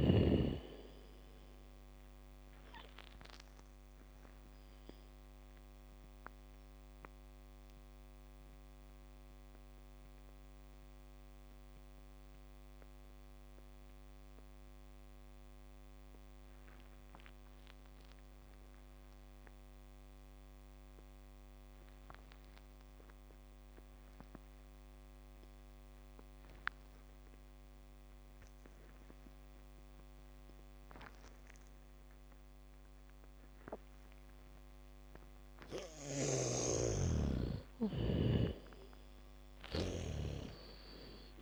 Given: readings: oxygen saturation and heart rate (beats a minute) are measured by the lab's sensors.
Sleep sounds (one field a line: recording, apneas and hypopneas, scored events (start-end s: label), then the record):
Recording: breathing in sleep by a microphone on the trachea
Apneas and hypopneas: 1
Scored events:
0.00-20.00 s: oxygen desaturation (device-marked, oxygen 79% lowest)
4.00-34.00 s: mixed apnea (oxygen 98% before, 78% lowest)
27.00-41.42 s: oxygen desaturation (device-marked, oxygen 98% before, 78% lowest)
30.00-41.42 s: bradycardia (device-marked)
36.00-40.50 s: snoring (device-marked)
37.00-41.00 s: arousal
From the record:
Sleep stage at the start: N2 (light sleep)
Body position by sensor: on the back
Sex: female